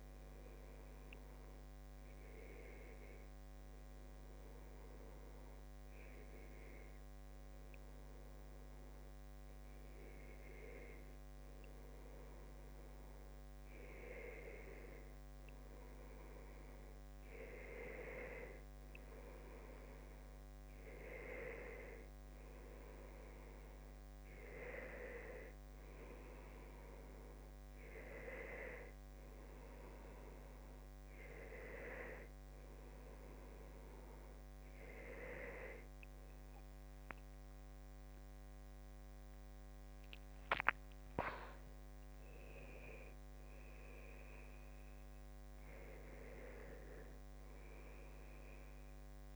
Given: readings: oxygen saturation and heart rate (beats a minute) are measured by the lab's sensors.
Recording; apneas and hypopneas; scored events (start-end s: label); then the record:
breathing in sleep by a microphone on the trachea; none
none scored
From the record:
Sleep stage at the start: N2 (light sleep); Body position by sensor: on the back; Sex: male